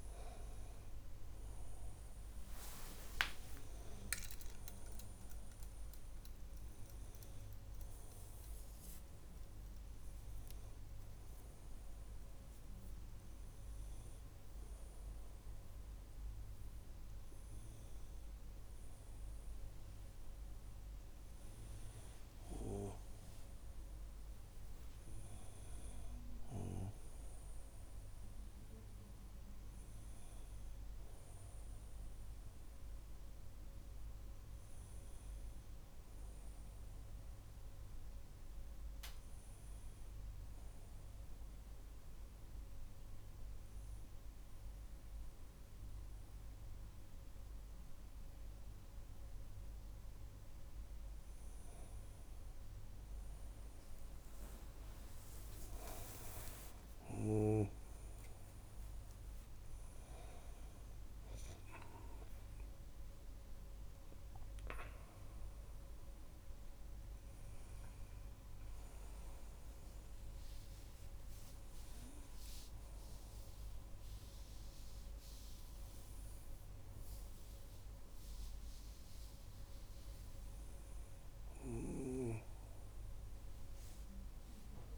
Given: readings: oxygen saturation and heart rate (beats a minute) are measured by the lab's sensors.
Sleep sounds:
a person partly awake in a sleep study, by a room microphone; 1
0.00-2.00 s: arousal
41.00-53.50 s: obstructive apnea (oxygen 98% before, 96% lowest, heart rate 56 before, 48 extreme, up 20 after)
54.00-84.00 s: new sleep stage, awake
84.00-84.98 s: new sleep stage, N1 (lightest sleep)
From the record:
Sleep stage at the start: N1 (lightest sleep); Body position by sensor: on the back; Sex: male

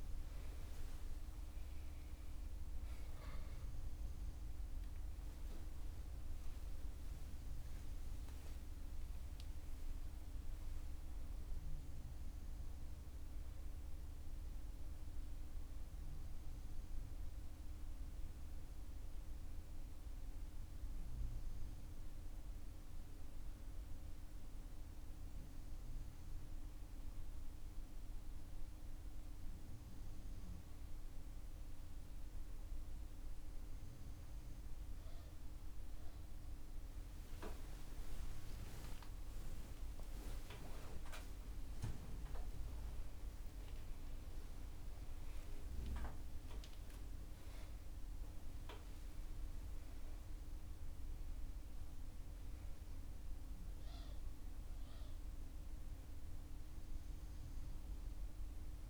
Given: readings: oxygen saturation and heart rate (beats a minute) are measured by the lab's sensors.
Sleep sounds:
a person awake in a sleep study, hard to hear, by a room microphone; none
2.50-7.50 s: oxygen desaturation (device-marked, oxygen 97% before, 89% lowest, heart rate 132 before, 64 extreme)
38.50-58.90 s: oxygen desaturation (device-marked, oxygen 99% before, 94% lowest, heart rate 65 before, 58 extreme)
From the record:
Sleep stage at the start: awake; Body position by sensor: on the back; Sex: male

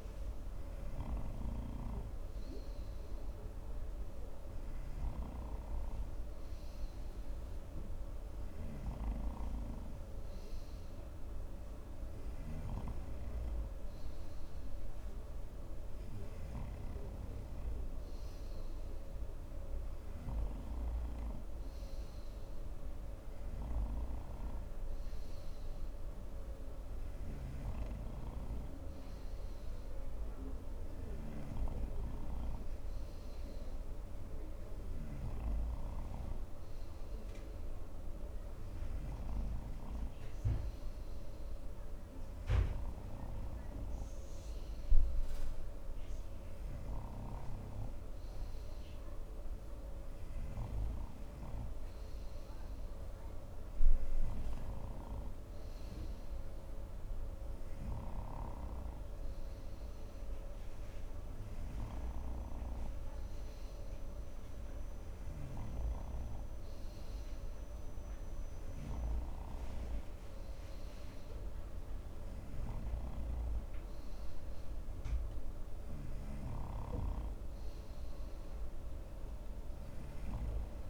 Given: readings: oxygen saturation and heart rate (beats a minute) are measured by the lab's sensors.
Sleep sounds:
breathing in sleep, hard to hear, by a room microphone; none
none scored
From the record:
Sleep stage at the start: N2 (light sleep); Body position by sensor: on the front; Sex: male

